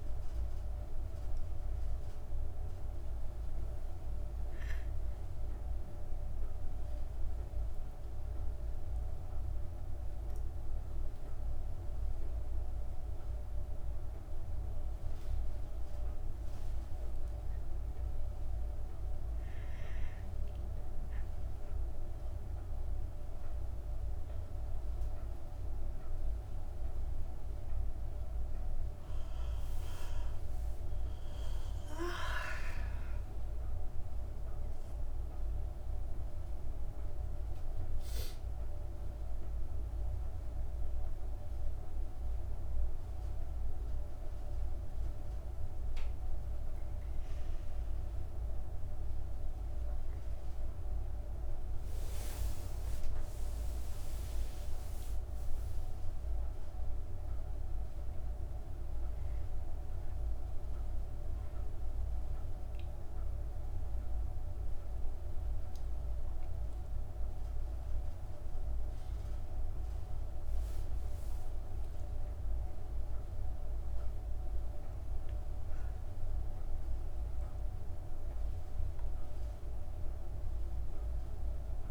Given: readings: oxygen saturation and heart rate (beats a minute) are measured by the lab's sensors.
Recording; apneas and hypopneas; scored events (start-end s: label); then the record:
a person awake in a sleep study, hard to hear, by a room microphone; none
none scored
From the record:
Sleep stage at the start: awake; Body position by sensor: on the back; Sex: female